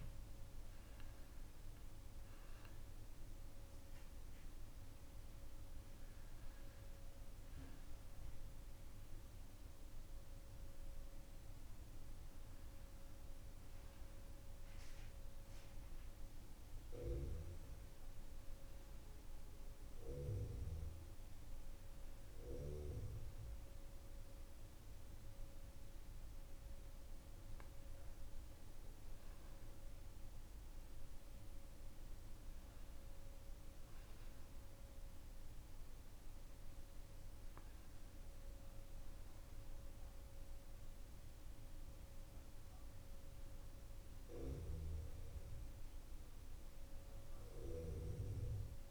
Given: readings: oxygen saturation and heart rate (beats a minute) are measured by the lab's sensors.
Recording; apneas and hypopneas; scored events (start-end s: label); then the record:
breathing in sleep by a room microphone; none
none scored
From the record:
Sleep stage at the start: N2 (light sleep); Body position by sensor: on the back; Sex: male